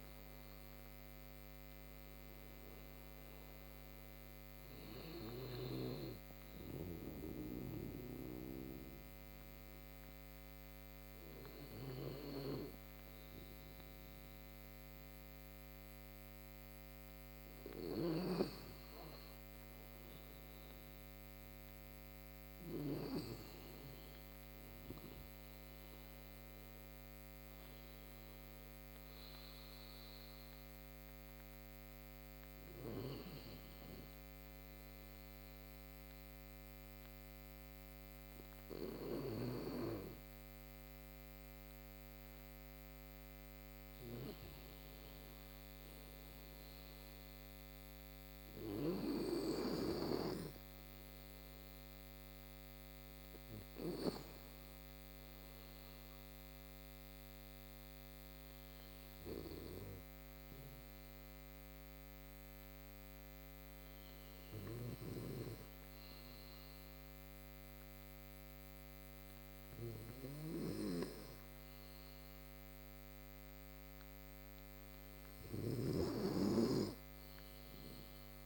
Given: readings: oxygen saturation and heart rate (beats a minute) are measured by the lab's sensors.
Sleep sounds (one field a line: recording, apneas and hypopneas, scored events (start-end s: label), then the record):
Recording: breathing in sleep by a microphone on the trachea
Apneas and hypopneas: 2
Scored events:
0.50-4.00 s: arousal
7.50-19.00 s: mixed apnea (oxygen 97% before, 91% lowest, heart rate 61 before, 59 extreme, up 15 after)
21.00-23.50 s: arousal
28.50-43.00 s: obstructive apnea (oxygen 96% before, 90% lowest, heart rate 61 before, 60 extreme, up 7 after)
44.50-48.50 s: arousal
49.50-62.50 s: oxygen desaturation (device-marked, oxygen 95% before, 91% lowest, heart rate 67 before, 63 extreme)
From the record:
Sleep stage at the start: N2 (light sleep)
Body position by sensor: on the right side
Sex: male